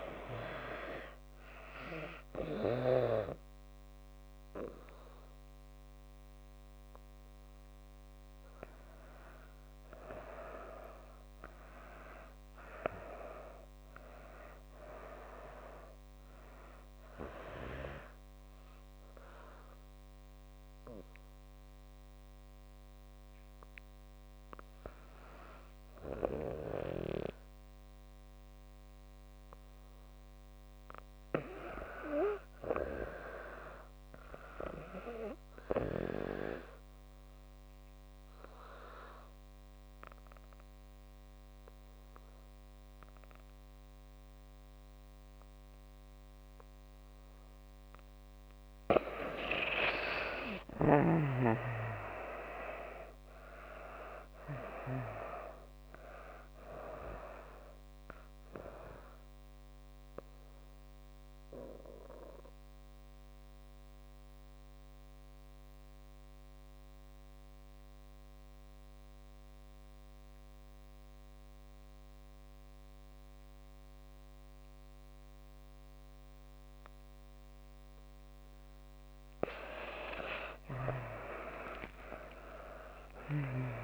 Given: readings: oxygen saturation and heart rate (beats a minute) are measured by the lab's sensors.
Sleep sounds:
breathing in sleep by a microphone on the trachea; 3
0.00-24.00 s: oxygen desaturation (device-marked, oxygen 95% before, 82% lowest)
16.50-30.00 s: hypopnea (oxygen 95% before, 80% lowest)
31.50-33.50 s: arousal
35.00-55.00 s: oxygen desaturation (device-marked, oxygen 95% before, 84% lowest)
35.50-48.00 s: obstructive apnea (oxygen 95% before, 78% lowest)
50.00-54.00 s: arousal
57.00-79.00 s: oxygen desaturation (device-marked, oxygen 89% before, 80% lowest)
58.50-77.50 s: obstructive apnea (oxygen 95% before, 78% lowest)
81.00-83.84 s: arousal
81.00-83.84 s: oxygen desaturation (device-marked, oxygen 97% before, 78% lowest)
From the record:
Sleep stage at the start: N2 (light sleep); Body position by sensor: on the back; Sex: female

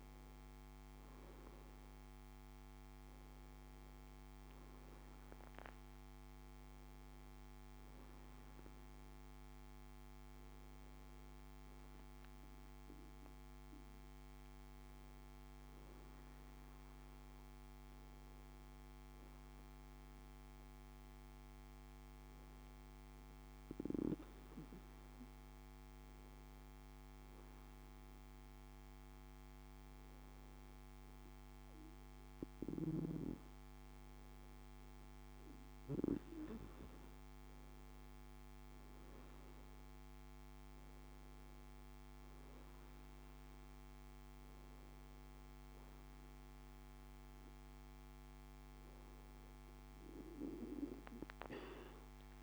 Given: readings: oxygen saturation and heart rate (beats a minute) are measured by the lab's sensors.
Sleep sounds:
breathing in sleep by a microphone on the trachea; 1
0.00-1.00 s: arousal
18.50-36.00 s: hypopnea (oxygen 94% before, 93% lowest, heart rate 60 before, 57 extreme, up 4 after)
38.50-42.50 s: arousal
From the record:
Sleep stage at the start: N2 (light sleep); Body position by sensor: on the back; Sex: male

